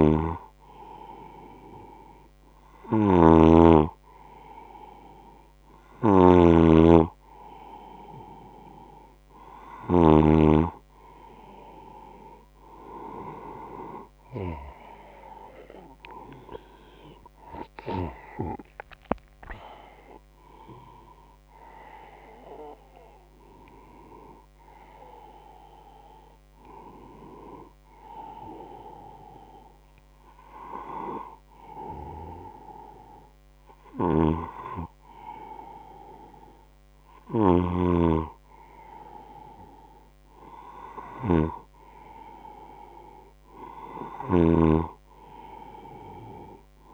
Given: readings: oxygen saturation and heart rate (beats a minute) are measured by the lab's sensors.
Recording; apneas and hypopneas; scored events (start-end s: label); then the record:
breathing in sleep by a microphone on the trachea; none
0.00-10.00 s: snoring (device-marked)
15.00-18.50 s: arousal
33.50-46.94 s: snoring (device-marked)
From the record:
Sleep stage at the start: N1 (lightest sleep); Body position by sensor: on the right side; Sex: male